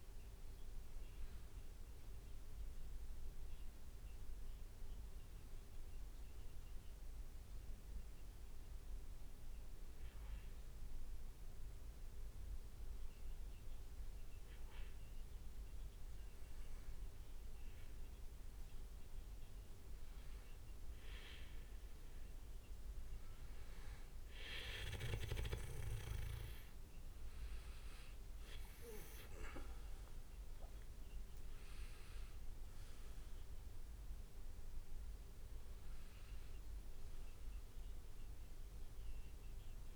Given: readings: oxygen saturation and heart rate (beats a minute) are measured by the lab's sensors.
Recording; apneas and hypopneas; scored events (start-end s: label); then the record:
breathing in sleep by a room microphone; 1
5.00-17.00 s: hypopnea (oxygen 99% before, 95% lowest, heart rate 59 before, 58 extreme, up 5 after)
28.00-31.00 s: leg movement (device-marked)
29.50-33.50 s: arousal
From the record:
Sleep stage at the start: N2 (light sleep); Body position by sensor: on the back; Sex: male